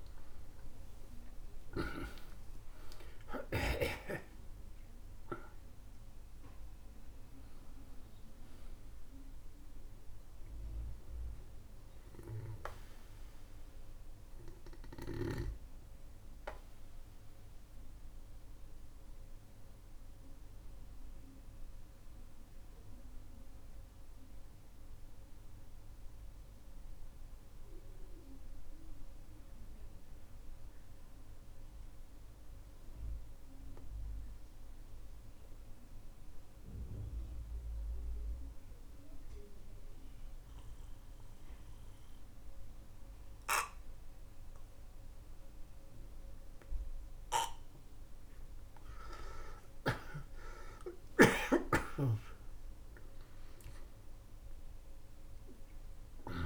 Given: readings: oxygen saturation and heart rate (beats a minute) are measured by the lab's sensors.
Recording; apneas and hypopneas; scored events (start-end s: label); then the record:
breathing in sleep by a room microphone; 1
0.00-28.50 s: oxygen desaturation (device-marked, oxygen 90% lowest, heart rate 47 extreme)
15.50-48.00 s: obstructive apnea (oxygen 97% before, 90% lowest, heart rate 65 before, 44 extreme, up 20 after)
49.50-54.50 s: arousal
53.50-56.45 s: oxygen desaturation (device-marked, oxygen 98% before, 90% lowest, heart rate 56 before, 44 extreme)
From the record:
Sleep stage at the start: N2 (light sleep); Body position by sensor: on the back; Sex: male